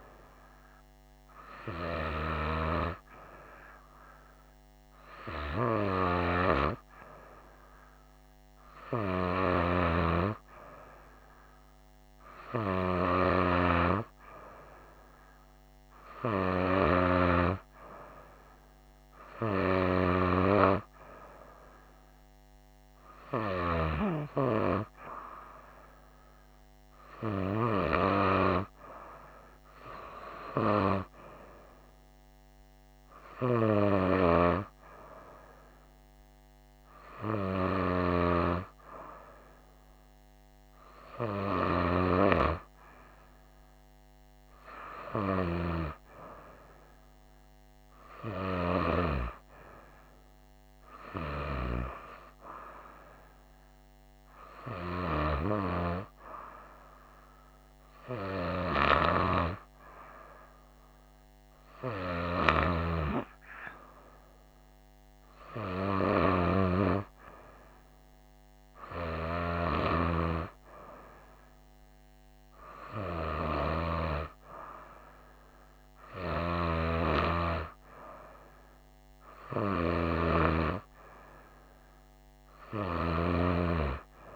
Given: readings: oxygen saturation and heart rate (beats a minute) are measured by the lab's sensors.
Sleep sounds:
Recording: breathing in sleep by a microphone on the trachea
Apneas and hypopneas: none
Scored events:
none scored
From the record:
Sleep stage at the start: N2 (light sleep)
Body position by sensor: on the right side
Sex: female

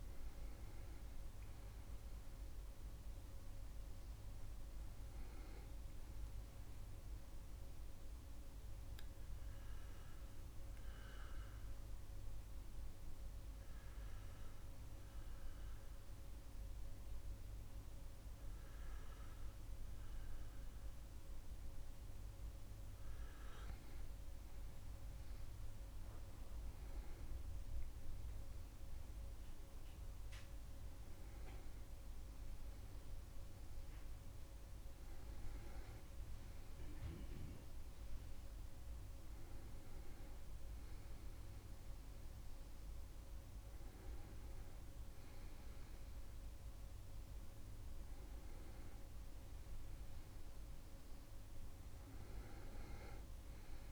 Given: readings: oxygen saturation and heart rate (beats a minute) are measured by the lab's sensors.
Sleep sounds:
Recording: breathing in sleep, hard to hear, by a room microphone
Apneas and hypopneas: 1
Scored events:
0.00-4.00 s: arousal
7.50-22.50 s: obstructive apnea (oxygen 96% before, 94% lowest, heart rate 68 before, 66 extreme, up 2 after)
28.50-32.50 s: arousal
From the record:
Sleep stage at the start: N2 (light sleep)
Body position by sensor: on the back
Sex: male

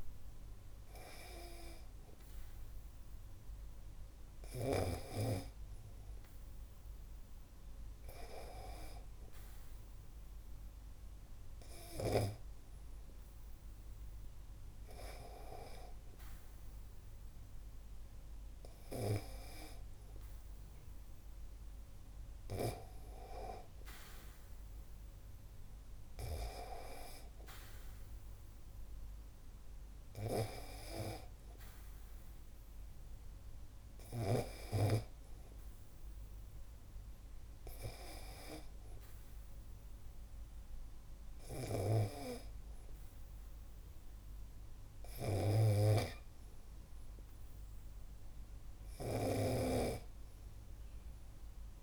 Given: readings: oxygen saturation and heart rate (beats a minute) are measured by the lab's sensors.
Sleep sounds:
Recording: breathing in sleep by a room microphone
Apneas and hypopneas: none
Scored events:
49.00-51.83 s: snoring (device-marked)
From the record:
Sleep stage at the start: N2 (light sleep)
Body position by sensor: on the back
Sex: male

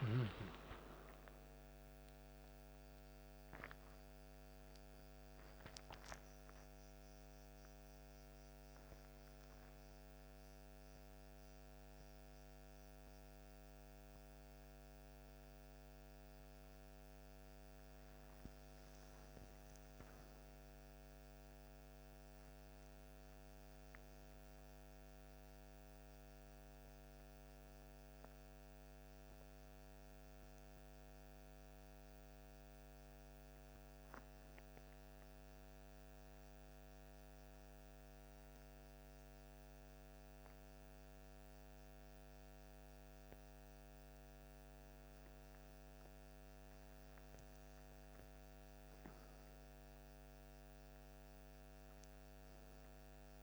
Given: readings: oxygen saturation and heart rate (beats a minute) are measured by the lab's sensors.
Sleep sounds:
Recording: a person partly awake in a sleep study, hard to hear, by a microphone on the trachea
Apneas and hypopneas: 1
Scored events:
15.00-53.42 s: new sleep stage, N2 (light sleep)
34.50-46.00 s: hypopnea (oxygen 98% before, 94% lowest, heart rate 63 before, 56 extreme, up 7 after)
47.50-51.00 s: arousal
51.00-53.42 s: oxygen desaturation (device-marked, oxygen 97% before, 94% lowest, heart rate 59 before, 56 extreme)
From the record:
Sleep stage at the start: awake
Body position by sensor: on the back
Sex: male

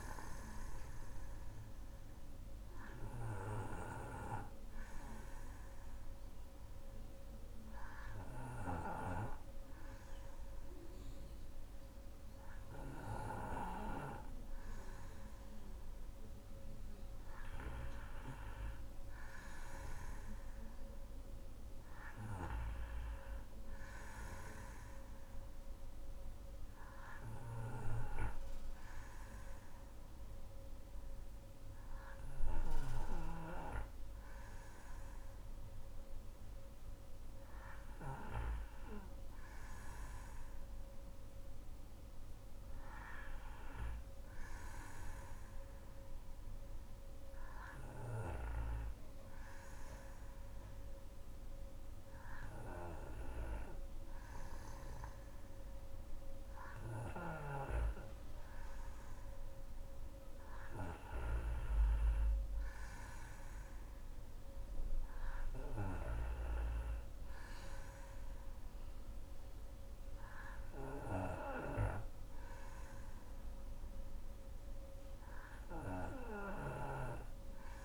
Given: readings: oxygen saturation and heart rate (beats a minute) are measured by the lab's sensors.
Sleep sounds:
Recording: breathing in sleep by a room microphone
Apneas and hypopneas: none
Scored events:
64.50-77.85 s: oxygen desaturation (device-marked, oxygen 95% before, 92% lowest, heart rate 64 before, 60 extreme)
From the record:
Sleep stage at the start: N2 (light sleep)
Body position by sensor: on the back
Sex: female

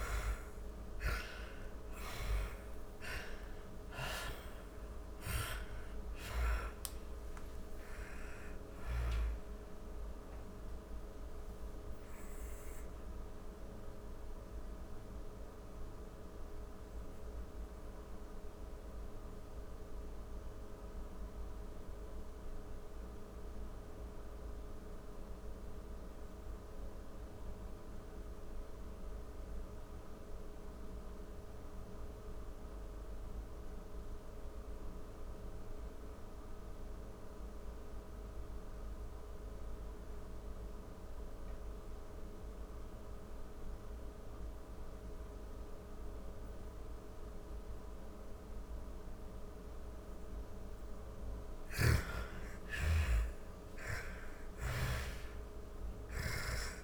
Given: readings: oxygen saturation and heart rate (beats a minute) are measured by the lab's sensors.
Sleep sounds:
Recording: breathing in sleep by a room microphone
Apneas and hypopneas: 1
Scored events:
0.00-3.00 s: arousal
0.00-24.00 s: oxygen desaturation (device-marked, oxygen 75% lowest, heart rate 43 extreme)
10.50-48.50 s: obstructive apnea (oxygen 97% before, 75% lowest, heart rate 102 before, 43 extreme, up 50 after)
40.00-56.84 s: oxygen desaturation (device-marked, oxygen 99% before, 77% lowest, heart rate 49 before, 46 extreme)
50.00-53.50 s: snoring (device-marked)
50.00-55.00 s: arousal
From the record:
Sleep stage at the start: N2 (light sleep)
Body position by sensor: on the back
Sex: female

